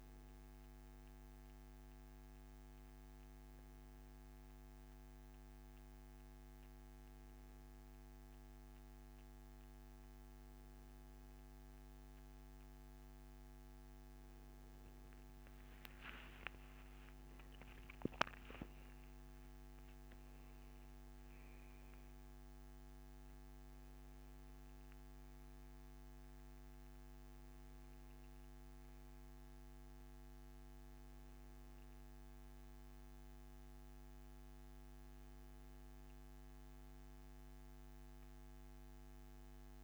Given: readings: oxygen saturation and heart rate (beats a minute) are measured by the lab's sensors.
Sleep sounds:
breathing in sleep, hard to hear, by a microphone on the trachea; 1
0.50-13.00 s: hypopnea (oxygen 96% before, 94% lowest, heart rate 140 before, 140 extreme, up 1 after)
38.50-39.84 s: new sleep stage, awake
From the record:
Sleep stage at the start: N1 (lightest sleep); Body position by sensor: on the back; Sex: male

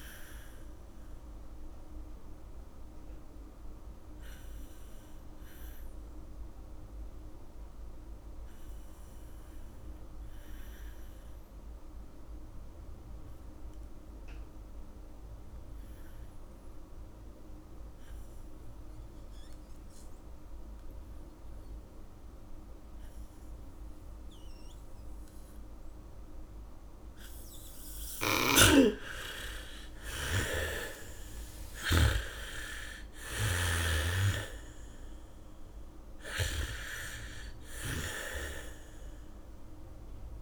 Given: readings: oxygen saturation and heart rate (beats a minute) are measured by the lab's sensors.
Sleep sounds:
breathing in sleep by a room microphone; 1
0.00-16.00 s: oxygen desaturation (device-marked, oxygen 79% lowest, heart rate 30 extreme)
1.50-27.50 s: obstructive apnea (oxygen 92% before, 76% lowest, heart rate 56 before, 30 extreme)
22.00-37.00 s: bradycardia (device-marked, heart rate 71 before, 30 extreme)
28.50-38.50 s: snoring (device-marked)
29.00-33.50 s: arousal
29.00-40.42 s: oxygen desaturation (device-marked, oxygen 98% before, 76% lowest, heart rate 73 before, 32 extreme)
From the record:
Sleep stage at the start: N2 (light sleep); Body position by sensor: on the back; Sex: female

